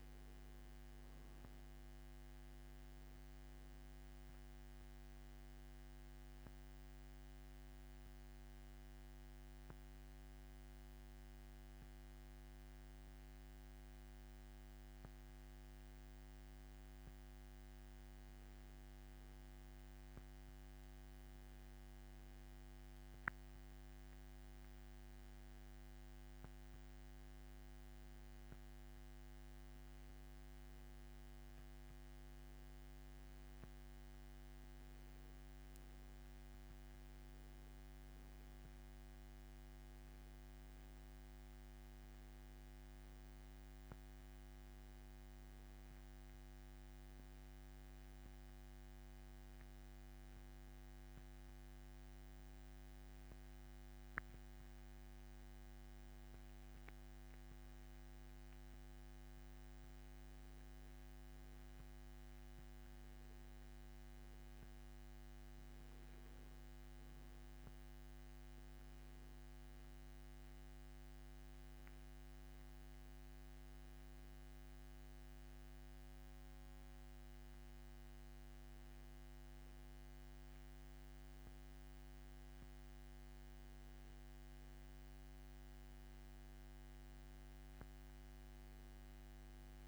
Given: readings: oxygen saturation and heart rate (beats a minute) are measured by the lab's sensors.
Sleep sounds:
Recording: breathing in sleep, hard to hear, by a microphone on the trachea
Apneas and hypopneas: 1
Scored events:
4.50-15.00 s: hypopnea (oxygen 95% before, 91% lowest)
17.50-21.00 s: arousal
From the record:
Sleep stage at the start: N2 (light sleep)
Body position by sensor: on the back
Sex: male

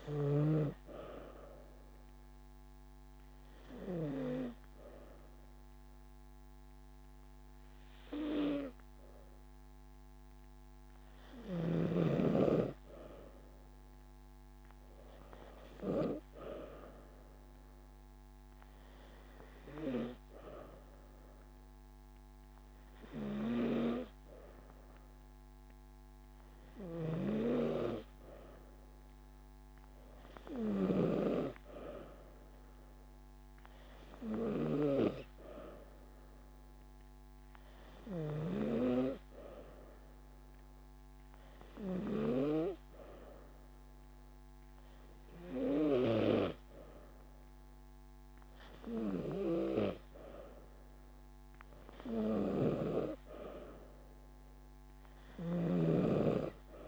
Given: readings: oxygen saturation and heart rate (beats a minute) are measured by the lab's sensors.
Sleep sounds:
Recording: breathing in sleep by a microphone on the trachea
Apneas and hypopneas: 1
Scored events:
2.50-13.50 s: obstructive apnea (oxygen 96% before, 93% lowest)
14.50-16.50 s: long interval between heartbeats (device-marked)
16.00-20.00 s: arousal
22.50-24.50 s: long interval between heartbeats (device-marked)
From the record:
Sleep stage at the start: N2 (light sleep)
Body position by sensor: on the back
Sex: female

